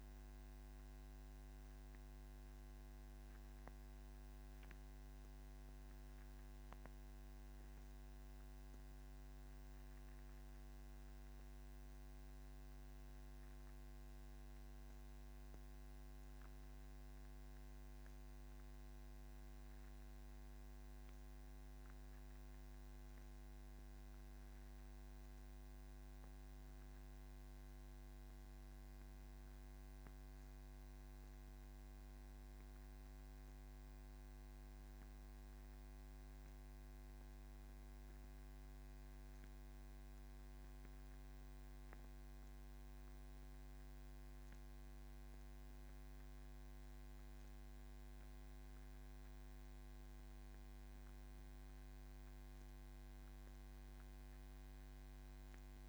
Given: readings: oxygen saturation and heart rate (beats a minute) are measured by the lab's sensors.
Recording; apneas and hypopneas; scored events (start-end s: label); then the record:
breathing in sleep, hard to hear, by a microphone on the trachea; none
none scored
From the record:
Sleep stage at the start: N1 (lightest sleep); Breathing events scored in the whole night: 113 in 5.3 hours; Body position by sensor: on the back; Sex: female